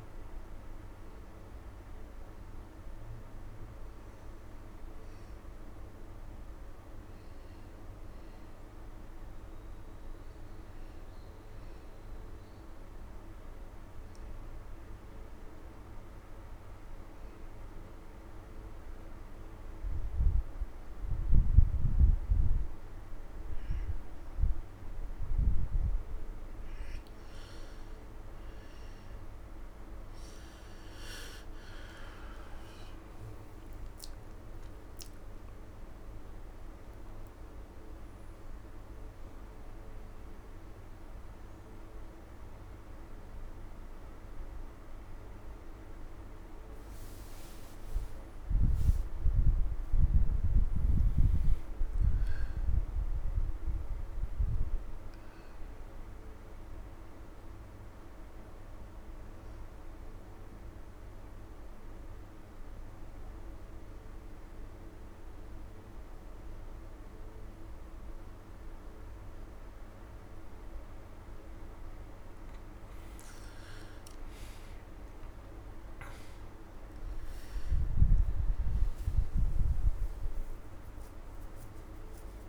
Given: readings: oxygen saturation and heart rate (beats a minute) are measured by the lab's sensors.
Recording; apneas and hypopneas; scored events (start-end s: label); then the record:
breathing in sleep, hard to hear, by a room microphone; 2
7.00-11.00 s: arousal
15.50-26.50 s: obstructive apnea (oxygen 95% before, 90% lowest, heart rate 93 before, 64 extreme, up 24 after)
27.00-50.00 s: oxygen desaturation (device-marked, oxygen 94% before, 90% lowest, heart rate 118 before, 82 extreme)
29.50-36.00 s: arousal
59.00-71.50 s: mixed apnea (oxygen 98% before, 92% lowest)
73.00-77.50 s: arousal
73.00-82.49 s: new sleep stage, N1 (lightest sleep)
75.00-82.49 s: oxygen desaturation (device-marked, oxygen 97% before, 92% lowest)
From the record:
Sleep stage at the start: N2 (light sleep); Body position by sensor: on the back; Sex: male